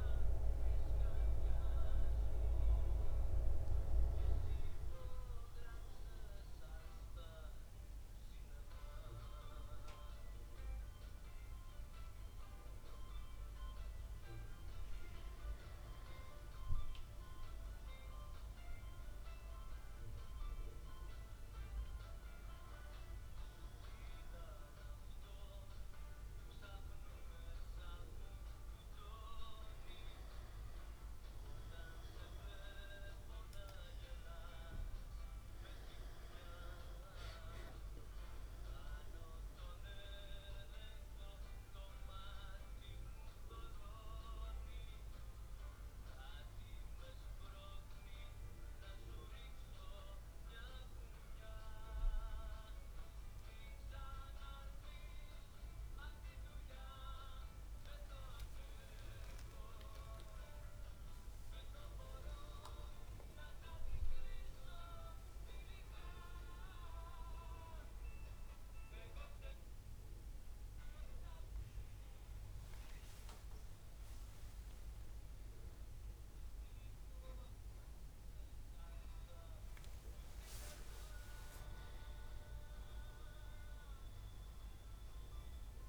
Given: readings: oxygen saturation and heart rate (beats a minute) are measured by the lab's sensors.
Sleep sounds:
breathing in sleep by a room microphone; none
61.50-66.50 s: arousal
65.00-67.00 s: long interval between heartbeats (device-marked, heart rate 66 before, 85 extreme)
68.50-70.50 s: long interval between heartbeats (device-marked, heart rate 73 before, 153 extreme)
70.50-72.50 s: long interval between heartbeats (device-marked, heart rate 81 before, 154 extreme)
76.00-78.00 s: long interval between heartbeats (device-marked, heart rate 100 before, 91 extreme)
79.00-81.00 s: long interval between heartbeats (device-marked, heart rate 104 before, 96 extreme)
82.00-85.89 s: oxygen desaturation (device-marked, oxygen 98% before, 95% lowest, heart rate 109 before, 65 extreme)
From the record:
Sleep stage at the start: N1 (lightest sleep); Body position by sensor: on the back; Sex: male

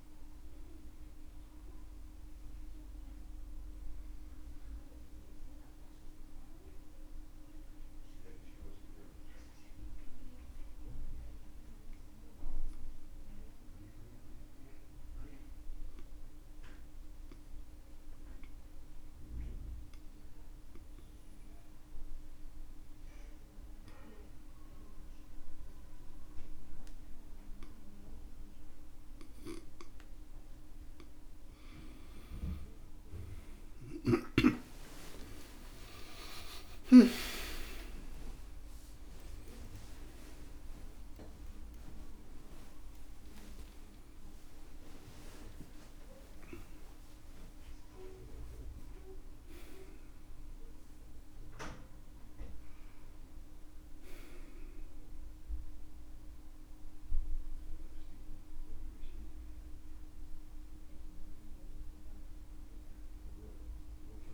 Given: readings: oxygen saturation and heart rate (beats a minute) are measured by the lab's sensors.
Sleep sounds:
breathing in sleep by a room microphone; 1
5.50-30.00 s: obstructive apnea (oxygen 95% before, 87% lowest, heart rate 68 before, 59 extreme, up 27 after)
9.50-20.50 s: oxygen desaturation (device-marked, oxygen 93% before, 89% lowest, heart rate 66 before, 60 extreme)
32.00-37.00 s: arousal
48.50-64.34 s: oxygen desaturation (device-marked, oxygen 95% before, 87% lowest, heart rate 82 before, 47 extreme)
From the record:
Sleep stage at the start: N2 (light sleep); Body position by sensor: on the back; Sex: male

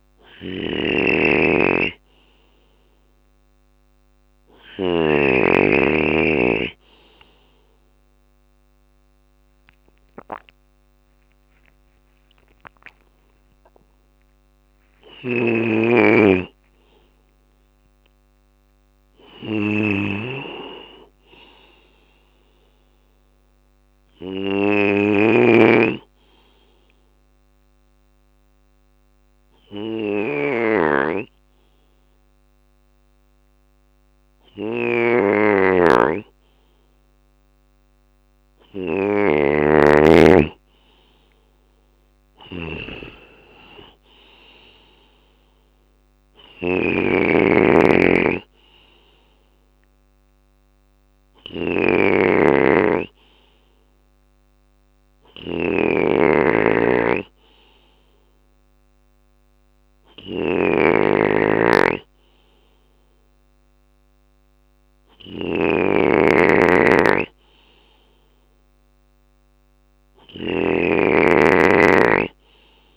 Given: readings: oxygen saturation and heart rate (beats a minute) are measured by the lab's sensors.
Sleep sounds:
breathing in sleep by a microphone on the trachea; 1
0.00-3.50 s: bradycardia (device-marked, heart rate 53 extreme)
0.00-4.00 s: snoring (device-marked)
11.00-15.50 s: arousal
11.50-26.50 s: drop in pulse transit time (device-marked, heart rate 59 before, 67 extreme)
14.00-72.97 s: snoring (device-marked)
14.50-16.50 s: long interval between heartbeats (device-marked, heart rate 59 before, 80 extreme)
25.50-37.50 s: obstructive apnea (oxygen 97% before, 94% lowest, heart rate 69 before, 59 extreme, up 7 after)
40.50-44.00 s: arousal
43.50-54.50 s: drop in pulse transit time (device-marked, heart rate 64 before, 59 extreme)
From the record:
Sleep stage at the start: N2 (light sleep); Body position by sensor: on the left side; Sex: male

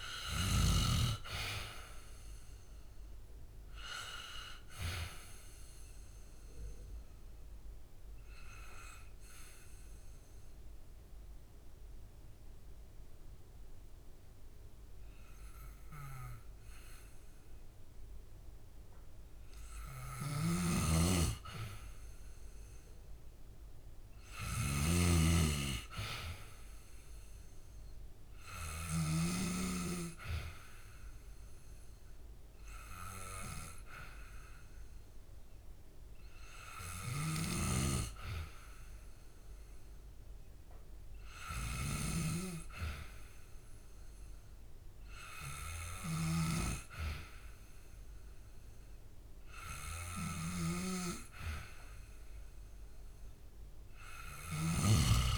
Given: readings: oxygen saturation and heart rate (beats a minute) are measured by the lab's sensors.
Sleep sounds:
breathing in sleep by a room microphone; 1
0.00-1.00 s: arousal
6.00-19.50 s: obstructive apnea (oxygen 99% before, 92% lowest, heart rate 67 before, 62 extreme, up 3 after)
9.00-20.00 s: oxygen desaturation (device-marked, oxygen 99% before, 92% lowest, heart rate 68 before, 62 extreme)
20.00-29.00 s: snoring (device-marked)
22.00-25.50 s: arousal
33.00-45.00 s: oxygen desaturation (device-marked, oxygen 98% before, 93% lowest, heart rate 64 before, 66 extreme)
36.50-54.50 s: snoring (device-marked)
From the record:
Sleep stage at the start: N2 (light sleep); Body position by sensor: on the back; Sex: male

